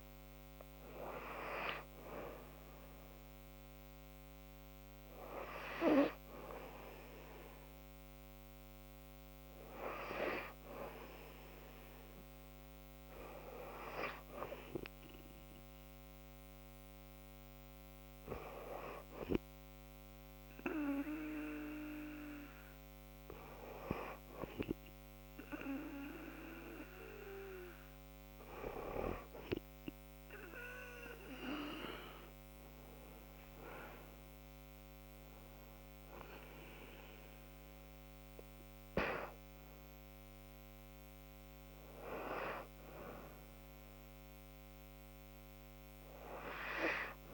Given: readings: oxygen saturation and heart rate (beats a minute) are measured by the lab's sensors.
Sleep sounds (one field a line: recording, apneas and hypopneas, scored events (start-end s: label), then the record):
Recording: breathing in sleep by a microphone on the trachea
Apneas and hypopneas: 1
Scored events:
7.00-24.00 s: hypopnea (oxygen 92% before, 93% lowest, heart rate 74 before, 68 extreme, up 1 after)
30.00-33.00 s: arousal
From the record:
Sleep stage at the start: N2 (light sleep)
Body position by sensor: on the back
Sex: female